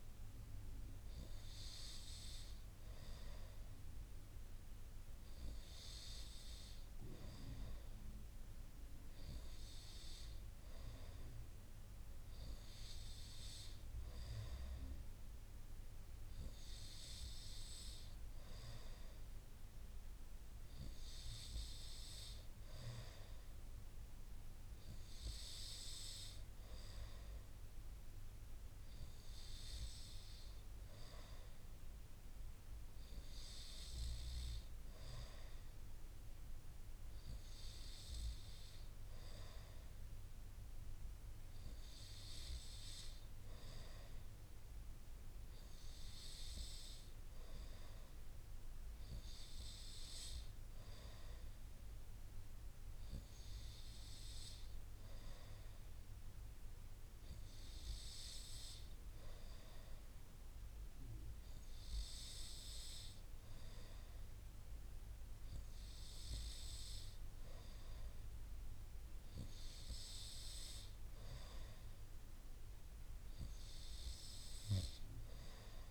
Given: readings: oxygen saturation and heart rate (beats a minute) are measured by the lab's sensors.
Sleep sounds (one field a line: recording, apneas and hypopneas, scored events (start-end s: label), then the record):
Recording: breathing in sleep by a room microphone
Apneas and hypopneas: none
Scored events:
none scored
From the record:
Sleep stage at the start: N2 (light sleep)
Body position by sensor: on the right side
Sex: male